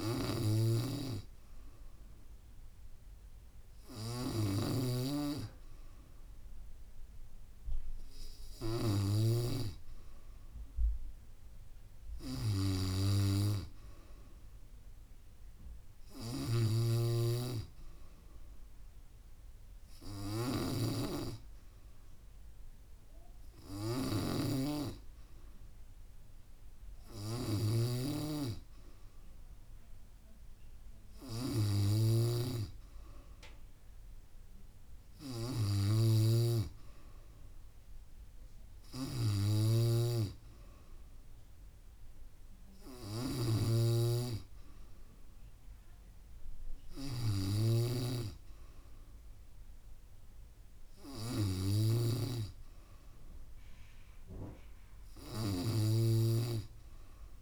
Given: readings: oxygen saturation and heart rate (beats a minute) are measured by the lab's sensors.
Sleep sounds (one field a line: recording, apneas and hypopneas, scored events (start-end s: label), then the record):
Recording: breathing in sleep by a room microphone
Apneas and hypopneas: none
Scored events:
0.00-9.50 s: snoring (device-marked)
16.50-48.00 s: snoring (device-marked)
From the record:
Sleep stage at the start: N3 (deep sleep)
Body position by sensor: on the back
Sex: female